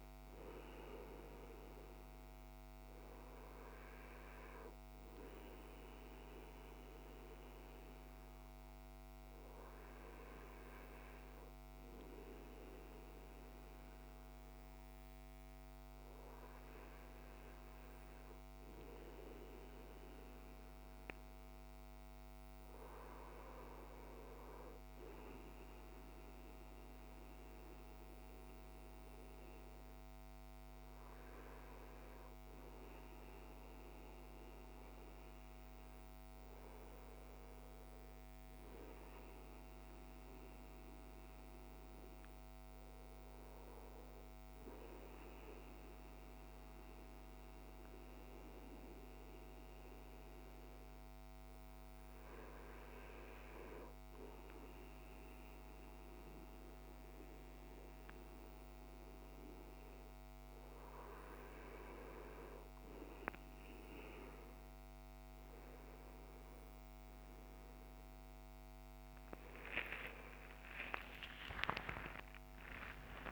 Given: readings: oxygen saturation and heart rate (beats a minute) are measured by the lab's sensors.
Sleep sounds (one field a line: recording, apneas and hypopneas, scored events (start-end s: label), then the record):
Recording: a person partly awake in a sleep study, by a microphone on the trachea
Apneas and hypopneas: 2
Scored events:
0.00-1.00 s: arousal
1.50-17.50 s: oxygen desaturation (device-marked, oxygen 97% before, 92% lowest, heart rate 58 before, 53 extreme)
7.50-20.50 s: hypopnea (oxygen 97% before, 92% lowest, heart rate 60 before, 53 extreme, up 5 after)
24.00-28.00 s: arousal
43.50-60.00 s: hypopnea (oxygen 98% before, 92% lowest, heart rate 57 before, 54 extreme, up 11 after)
53.50-73.32 s: new sleep stage, awake
From the record:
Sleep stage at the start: N2 (light sleep)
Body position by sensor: upright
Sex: male